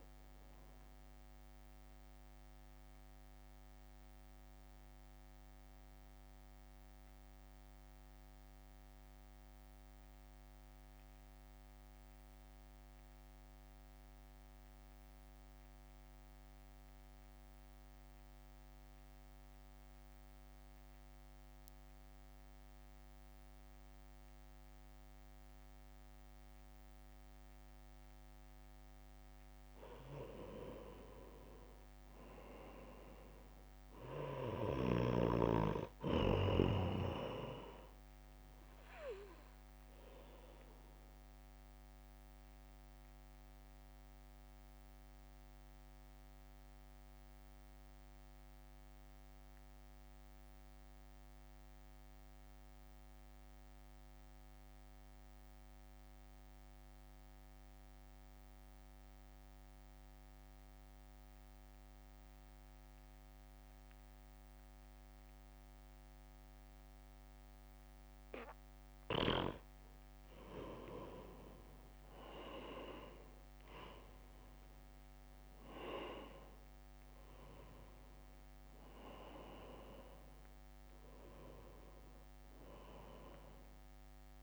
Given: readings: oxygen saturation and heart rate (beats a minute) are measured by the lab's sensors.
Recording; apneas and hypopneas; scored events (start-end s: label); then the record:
breathing in sleep by a microphone on the trachea; 2
0.00-2.50 s: oxygen desaturation (device-marked, oxygen 89% lowest, heart rate 56 extreme)
0.00-5.50 s: drop in pulse transit time (device-marked, heart rate 56 extreme)
4.50-20.50 s: oxygen desaturation (device-marked, oxygen 93% before, 87% lowest, heart rate 59 before, 55 extreme)
5.00-29.00 s: central apnea (oxygen 97% before, 87% lowest, heart rate 59 before, 55 extreme, up 4 after)
33.00-36.00 s: arousal
33.50-55.50 s: oxygen desaturation (device-marked, oxygen 98% before, 92% lowest, heart rate 63 before, 55 extreme)
41.00-69.00 s: mixed apnea (oxygen 98% before, 87% lowest, heart rate 63 before, 55 extreme, up 4 after)
63.00-65.00 s: long interval between heartbeats (device-marked, heart rate 60 before, 65 extreme)
69.50-84.43 s: oxygen desaturation (device-marked, oxygen 97% before, 87% lowest, heart rate 62 before, 55 extreme)
72.50-78.00 s: arousal
76.50-84.43 s: drop in pulse transit time (device-marked, heart rate 64 before, 55 extreme)
From the record:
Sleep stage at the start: N2 (light sleep); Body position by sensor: on the right side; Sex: male